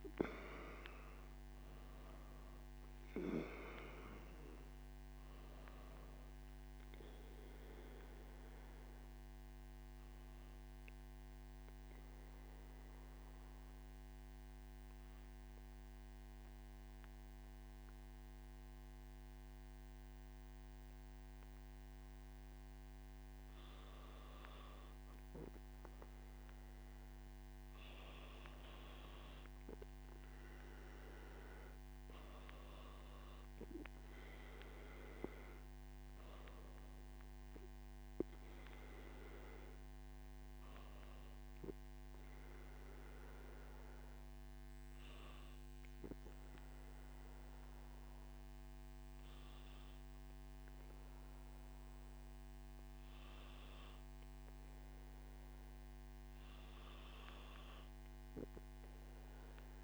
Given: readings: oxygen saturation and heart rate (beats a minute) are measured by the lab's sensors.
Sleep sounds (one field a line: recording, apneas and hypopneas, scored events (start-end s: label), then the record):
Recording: breathing in sleep by a microphone on the trachea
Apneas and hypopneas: none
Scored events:
none scored
From the record:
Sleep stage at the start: N3 (deep sleep)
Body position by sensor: on the back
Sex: male